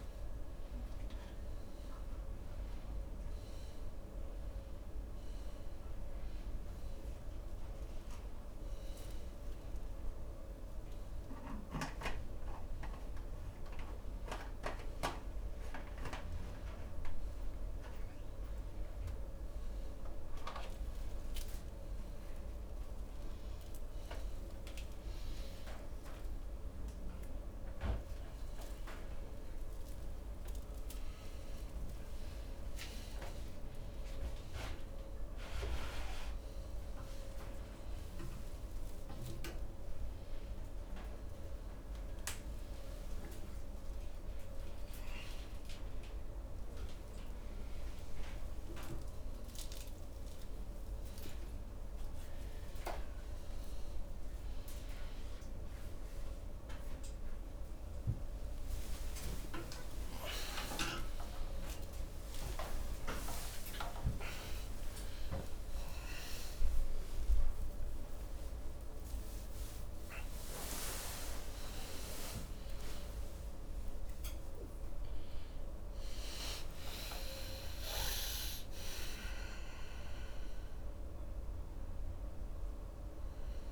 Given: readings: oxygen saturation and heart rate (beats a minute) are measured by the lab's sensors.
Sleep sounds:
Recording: a person awake in a sleep study, by a room microphone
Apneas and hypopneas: none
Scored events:
none scored
From the record:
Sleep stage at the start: awake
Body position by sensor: upright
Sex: male

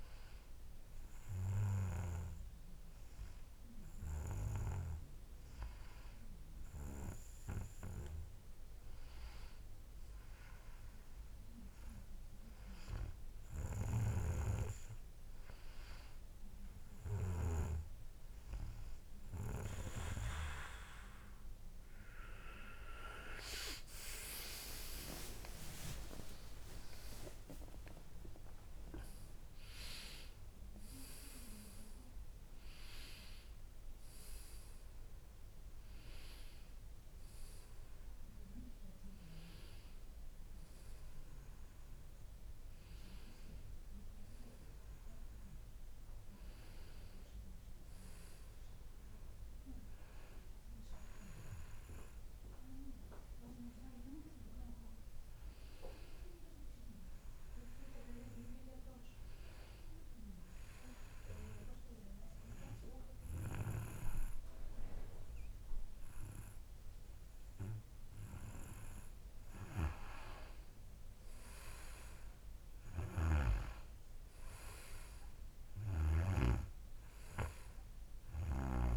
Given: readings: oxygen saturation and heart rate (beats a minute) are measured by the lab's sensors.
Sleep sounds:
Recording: a person partly awake in a sleep study, by a room microphone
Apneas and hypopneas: 1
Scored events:
23.00-28.00 s: tachycardia (device-marked, heart rate 49 before, 117 extreme)
30.00-60.00 s: new sleep stage, N1 (lightest sleep)
60.00-78.97 s: new sleep stage, N2 (light sleep)
62.00-72.00 s: hypopnea (oxygen 98% before, 92% lowest, heart rate 66 before, 61 extreme, up 8 after)
65.00-78.97 s: oxygen desaturation (device-marked, oxygen 98% before, 92% lowest, heart rate 65 before, 65 extreme)
75.00-78.97 s: arousal
From the record:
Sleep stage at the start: awake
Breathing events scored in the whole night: 176 in 3.6 hours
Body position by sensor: on the back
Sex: male

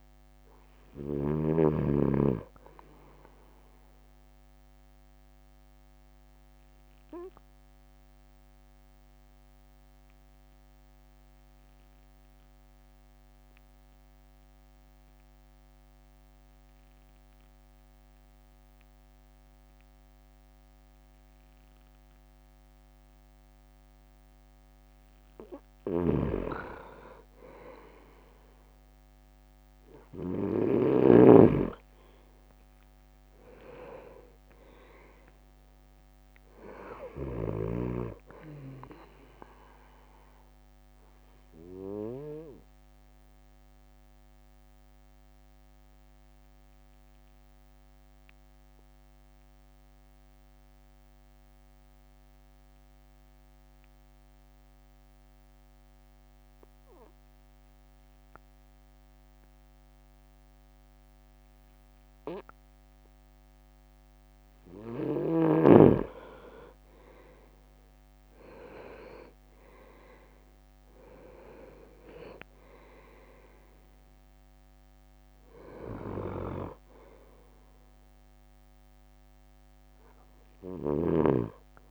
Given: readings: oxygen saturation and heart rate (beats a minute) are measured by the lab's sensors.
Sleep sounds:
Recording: breathing in sleep by a microphone on the trachea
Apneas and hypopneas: 2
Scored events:
4.50-24.50 s: obstructive apnea (oxygen 99% before, 97% lowest)
25.50-31.00 s: snoring (device-marked)
31.00-34.50 s: arousal
34.50-35.50 s: leg movement (device-marked)
41.00-63.50 s: obstructive apnea (oxygen 99% before, 96% lowest)
67.00-70.50 s: arousal
67.50-70.50 s: leg movement (device-marked)
From the record:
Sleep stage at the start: N2 (light sleep)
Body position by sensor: on the right side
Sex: male

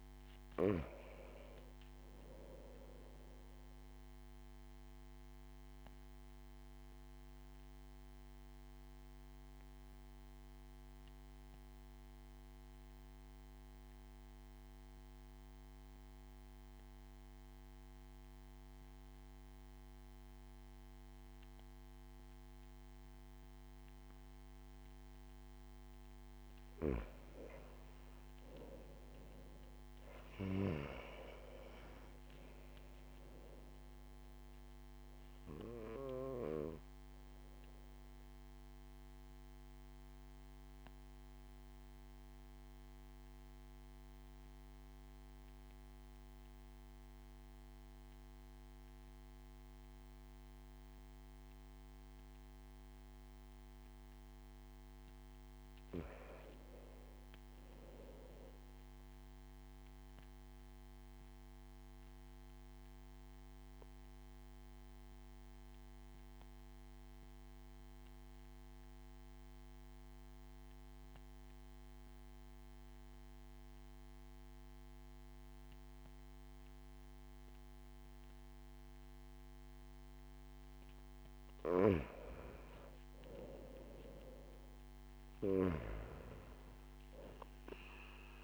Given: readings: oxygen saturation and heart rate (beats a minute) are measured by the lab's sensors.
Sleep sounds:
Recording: breathing in sleep by a microphone on the trachea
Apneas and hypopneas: 3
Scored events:
0.00-4.50 s: oxygen desaturation (device-marked, oxygen 90% lowest)
5.00-26.00 s: obstructive apnea (oxygen 96% before, 91% lowest)
27.50-51.50 s: oxygen desaturation (device-marked, oxygen 96% before, 91% lowest)
28.00-31.00 s: arousal
39.00-55.00 s: obstructive apnea (oxygen 97% before, 91% lowest)
56.50-59.50 s: arousal
62.50-82.00 s: obstructive apnea (oxygen 98% before, 91% lowest)
83.00-86.50 s: arousal
84.50-88.44 s: oxygen desaturation (device-marked, oxygen 96% before, 91% lowest)
From the record:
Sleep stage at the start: N2 (light sleep)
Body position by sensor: on the back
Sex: male

